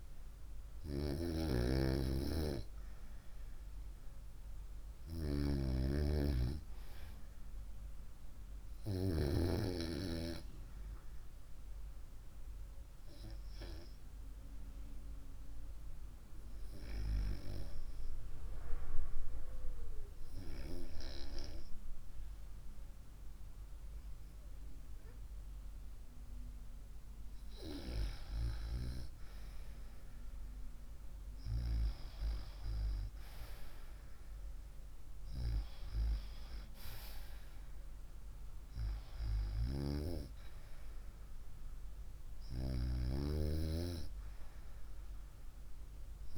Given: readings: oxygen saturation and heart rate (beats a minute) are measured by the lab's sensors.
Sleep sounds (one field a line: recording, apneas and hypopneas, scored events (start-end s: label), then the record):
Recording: breathing in sleep by a room microphone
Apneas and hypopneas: 1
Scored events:
4.00-46.38 s: new sleep stage, REM sleep
11.00-27.00 s: hypopnea (oxygen 95% before, 92% lowest, heart rate 65 before, 55 extreme, up 9 after)
29.00-32.00 s: arousal
From the record:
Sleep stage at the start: N2 (light sleep)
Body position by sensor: on the right side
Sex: female